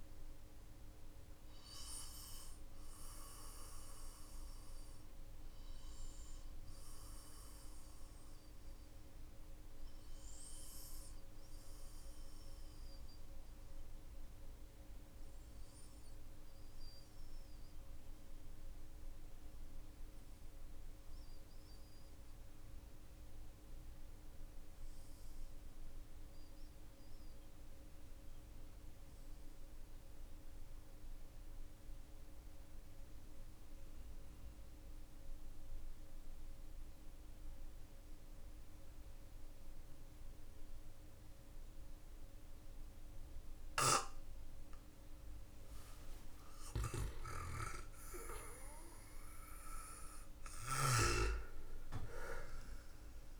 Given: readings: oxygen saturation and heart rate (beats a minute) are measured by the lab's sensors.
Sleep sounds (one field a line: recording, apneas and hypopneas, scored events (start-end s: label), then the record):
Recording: breathing in sleep by a room microphone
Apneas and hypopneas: 1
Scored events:
0.00-19.00 s: oxygen desaturation (device-marked, oxygen 92% lowest, heart rate 45 extreme)
0.50-43.50 s: obstructive apnea (oxygen 98% before, 90% lowest, heart rate 53 before, 45 extreme, up 14 after)
39.00-53.40 s: oxygen desaturation (device-marked, oxygen 99% before, 90% lowest, heart rate 55 before, 43 extreme)
42.00-53.40 s: new sleep stage, N1 (lightest sleep)
45.50-52.00 s: arousal
From the record:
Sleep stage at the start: N2 (light sleep)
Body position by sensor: on the back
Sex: male